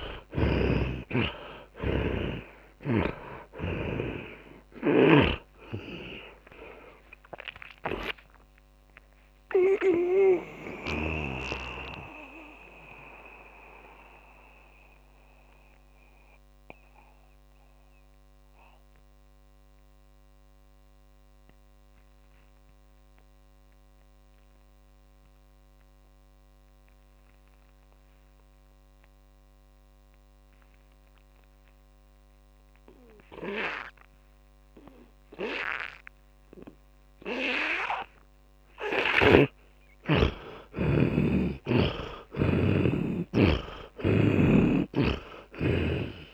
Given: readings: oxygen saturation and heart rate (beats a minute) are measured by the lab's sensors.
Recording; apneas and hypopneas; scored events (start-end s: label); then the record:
breathing in sleep by a microphone on the trachea; 1
0.00-2.50 s: arousal
0.00-26.00 s: oxygen desaturation (device-marked, oxygen 100% before, 78% lowest)
8.00-11.50 s: snoring (device-marked)
12.50-38.50 s: mixed apnea (oxygen 100% before, 78% lowest)
38.00-46.33 s: oxygen desaturation (device-marked, oxygen 100% before, 79% lowest)
40.50-44.50 s: arousal
44.50-46.33 s: snoring (device-marked)
From the record:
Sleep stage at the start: N2 (light sleep); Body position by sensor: on the back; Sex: male